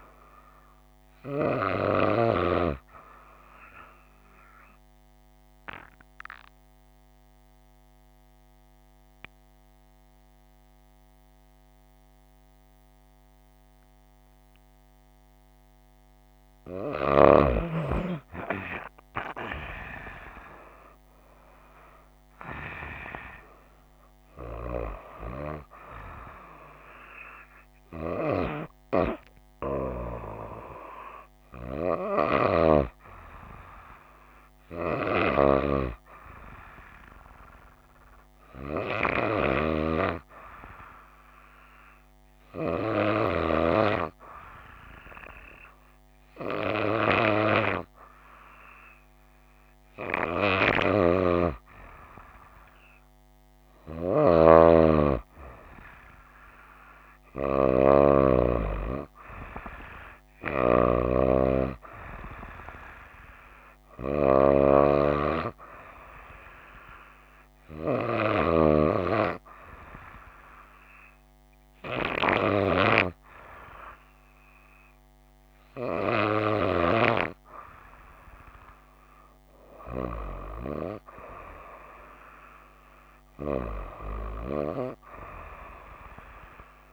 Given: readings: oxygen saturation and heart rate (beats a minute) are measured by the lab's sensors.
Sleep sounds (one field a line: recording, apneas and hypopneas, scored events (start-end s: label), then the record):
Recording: breathing in sleep by a microphone on the trachea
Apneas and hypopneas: 2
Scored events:
4.50-17.00 s: obstructive apnea (oxygen 95% before, 94% lowest, heart rate 59 before, 57 extreme, up 2 after)
20.00-24.00 s: arousal
33.00-50.00 s: hypopnea (oxygen 96% before, 94% lowest, heart rate 61 before, 56 extreme, up 5 after)
52.00-55.50 s: arousal
From the record:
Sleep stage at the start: N2 (light sleep)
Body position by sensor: on the right side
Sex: female